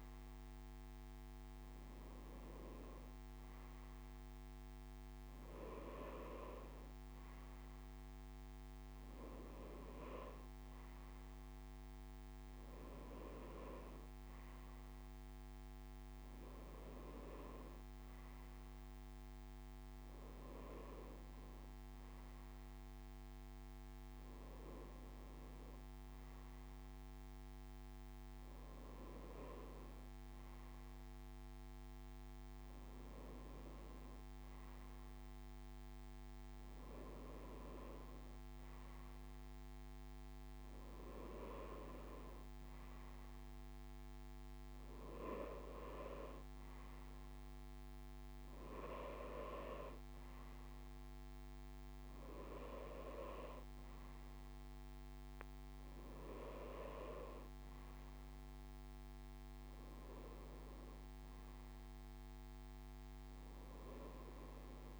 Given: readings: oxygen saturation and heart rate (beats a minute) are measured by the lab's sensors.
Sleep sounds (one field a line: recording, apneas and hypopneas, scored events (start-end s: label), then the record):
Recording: breathing in sleep by a microphone on the trachea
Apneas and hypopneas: none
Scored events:
none scored
From the record:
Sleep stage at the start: N2 (light sleep)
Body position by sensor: on the back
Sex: male